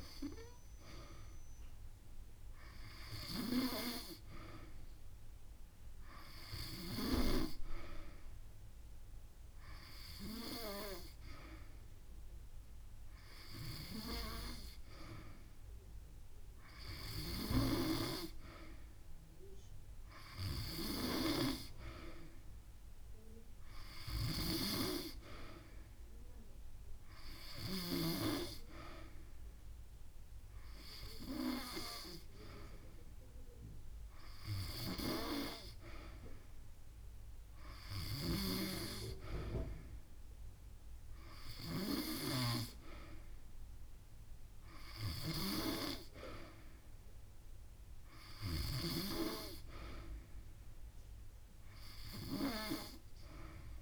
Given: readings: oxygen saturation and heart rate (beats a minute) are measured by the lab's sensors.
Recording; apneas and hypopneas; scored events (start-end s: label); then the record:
breathing in sleep by a room microphone; none
23.50-25.50 s: long interval between heartbeats (device-marked)
From the record:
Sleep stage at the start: N3 (deep sleep); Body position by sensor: on the back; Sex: female